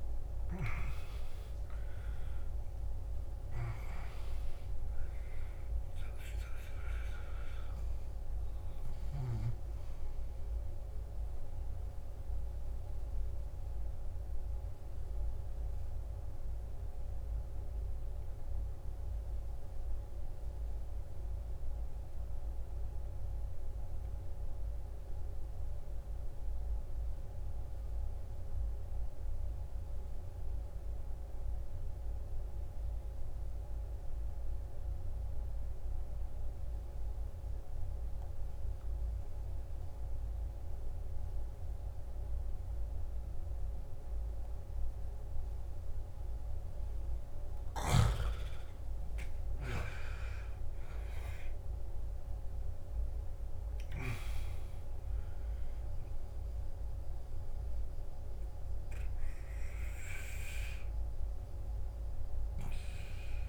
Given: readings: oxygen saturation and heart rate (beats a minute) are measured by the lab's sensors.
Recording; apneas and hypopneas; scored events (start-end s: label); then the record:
breathing in sleep by a room microphone; 1
0.00-25.50 s: oxygen desaturation (device-marked, oxygen 89% lowest, heart rate 53 extreme)
14.00-46.50 s: obstructive apnea (oxygen 97% before, 89% lowest, heart rate 65 before, 53 extreme, up 11 after)
39.50-63.49 s: oxygen desaturation (device-marked, oxygen 98% before, 90% lowest, heart rate 54 before, 52 extreme)
49.00-53.50 s: arousal
From the record:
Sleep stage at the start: N2 (light sleep); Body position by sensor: on the back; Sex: male